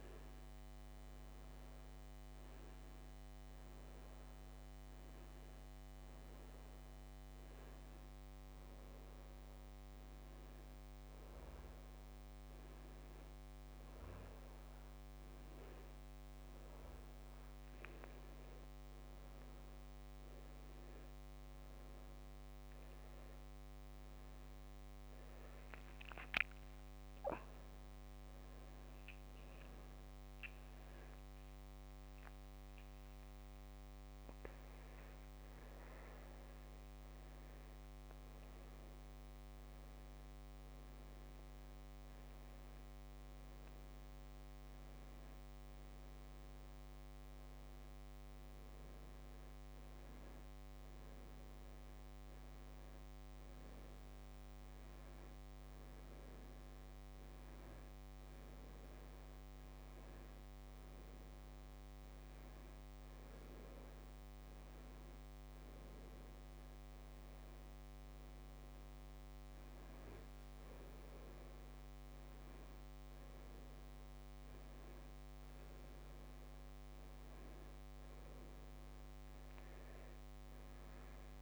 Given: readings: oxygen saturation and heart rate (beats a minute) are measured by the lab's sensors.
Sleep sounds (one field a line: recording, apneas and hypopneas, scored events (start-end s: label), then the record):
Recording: a person awake in a sleep study, hard to hear, by a microphone on the trachea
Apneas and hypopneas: none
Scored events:
66.00-81.42 s: new sleep stage, N1 (lightest sleep)
From the record:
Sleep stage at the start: awake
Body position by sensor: on the back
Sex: male